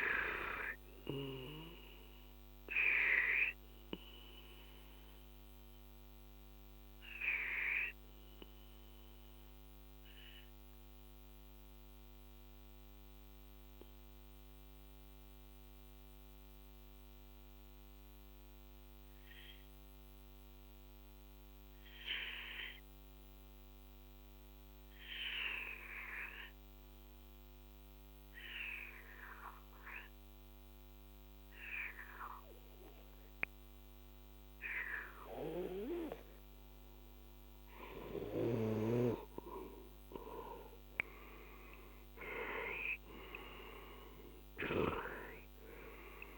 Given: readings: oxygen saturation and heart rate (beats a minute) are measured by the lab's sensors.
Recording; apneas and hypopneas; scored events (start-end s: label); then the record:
breathing in sleep by a microphone on the trachea; 1
0.00-13.50 s: oxygen desaturation (device-marked, oxygen 89% lowest, heart rate 38 extreme)
1.00-36.50 s: obstructive apnea (oxygen 99% before, 89% lowest, heart rate 53 before, 38 extreme, up 9 after)
31.50-43.50 s: oxygen desaturation (device-marked, oxygen 98% before, 93% lowest, heart rate 44 before, 38 extreme)
40.00-44.00 s: arousal
From the record:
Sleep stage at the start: N2 (light sleep); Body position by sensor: on the back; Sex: male